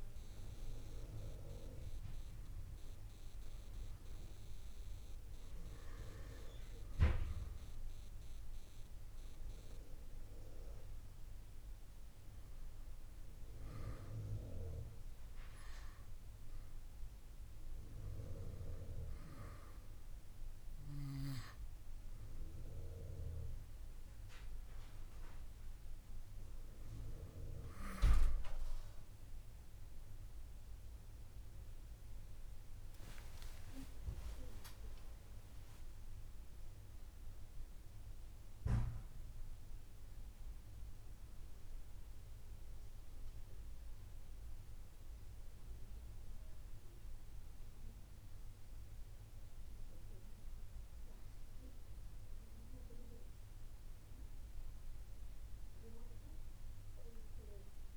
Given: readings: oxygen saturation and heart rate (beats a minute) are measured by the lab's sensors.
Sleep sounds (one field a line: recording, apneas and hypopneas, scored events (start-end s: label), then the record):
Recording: breathing in sleep by a room microphone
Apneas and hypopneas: none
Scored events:
0.00-1.00 s: long interval between heartbeats (device-marked, heart rate 64 extreme)
0.00-9.50 s: drop in pulse transit time (device-marked, heart rate 27 extreme)
1.50-3.50 s: long interval between heartbeats (device-marked, heart rate 61 before, 62 extreme)
9.00-11.00 s: long interval between heartbeats (device-marked, heart rate 51 before, 32 extreme)
12.50-22.50 s: drop in pulse transit time (device-marked, heart rate 47 before, 29 extreme)
14.50-16.50 s: long interval between heartbeats (device-marked, heart rate 45 before, 37 extreme)
19.50-21.50 s: long interval between heartbeats (device-marked, heart rate 40 before, 37 extreme)
29.50 s: drop in pulse transit time (device-marked)
30.00-32.00 s: long interval between heartbeats (device-marked, heart rate 36 before, 65 extreme)
31.50-36.50 s: arousal
32.50-34.50 s: long interval between heartbeats (device-marked, heart rate 41 before, 53 extreme)
33.50-41.50 s: drop in pulse transit time (device-marked, heart rate 43 before, 53 extreme)
37.50-57.97 s: new sleep stage, N1 (lightest sleep)
45.50-47.50 s: long interval between heartbeats (device-marked, heart rate 62 before, 72 extreme)
49.50-51.50 s: long interval between heartbeats (device-marked, heart rate 65 before, 53 extreme)
From the record:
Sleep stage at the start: N2 (light sleep)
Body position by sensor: on the back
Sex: female